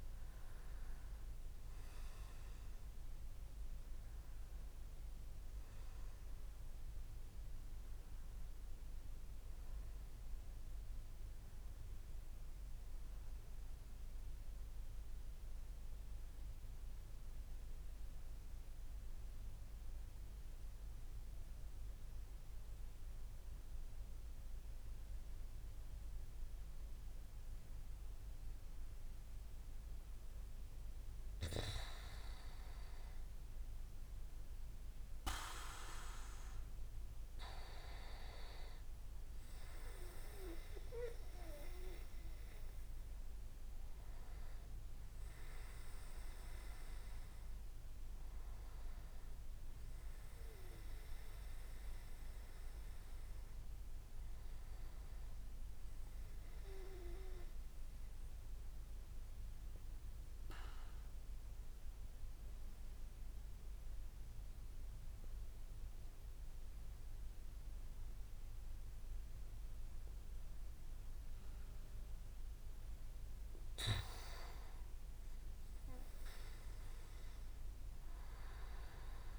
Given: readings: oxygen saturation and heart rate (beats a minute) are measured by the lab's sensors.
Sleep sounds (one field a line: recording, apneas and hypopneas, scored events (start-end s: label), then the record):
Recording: breathing in sleep by a room microphone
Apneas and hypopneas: 2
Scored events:
12.50-18.50 s: tachycardia (device-marked)
13.50-31.50 s: central apnea (oxygen 98% before, 95% lowest)
34.50-38.00 s: arousal
34.50-54.50 s: oxygen desaturation (device-marked, oxygen 99% before, 95% lowest)
57.50-73.50 s: mixed apnea (oxygen 98% before, 95% lowest)
77.00-79.39 s: arousal
From the record:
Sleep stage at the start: N2 (light sleep)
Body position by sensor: on the back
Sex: male